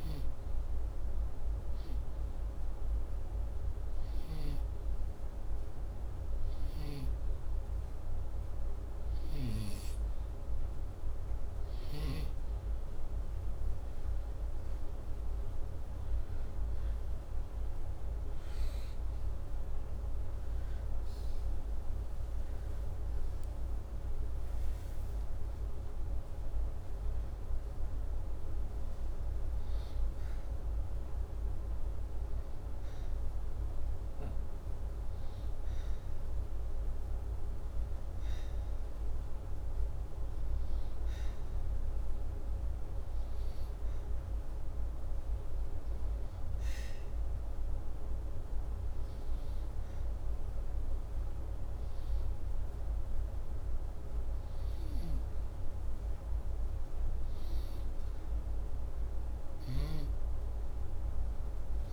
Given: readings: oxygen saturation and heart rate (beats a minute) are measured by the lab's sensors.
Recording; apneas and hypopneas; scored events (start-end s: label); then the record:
breathing in sleep, hard to hear, by a room microphone; none
21.50-26.00 s: arousal
From the record:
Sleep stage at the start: N2 (light sleep); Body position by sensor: upright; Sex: male